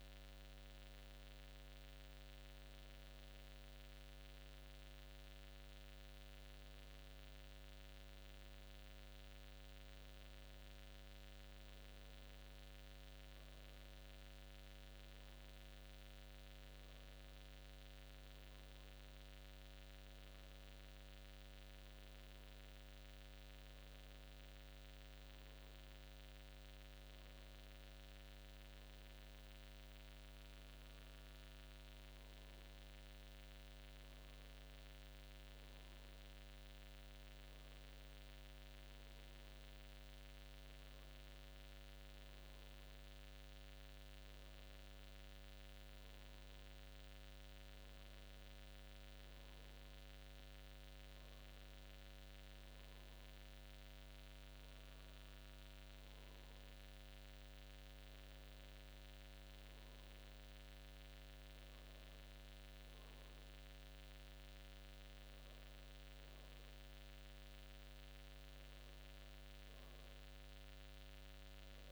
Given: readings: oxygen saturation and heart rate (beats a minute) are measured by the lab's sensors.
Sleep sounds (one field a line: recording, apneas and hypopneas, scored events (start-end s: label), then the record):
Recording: breathing in sleep, hard to hear, by a microphone on the trachea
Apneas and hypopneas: none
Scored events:
none scored
From the record:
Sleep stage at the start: N2 (light sleep)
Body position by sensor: on the back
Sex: male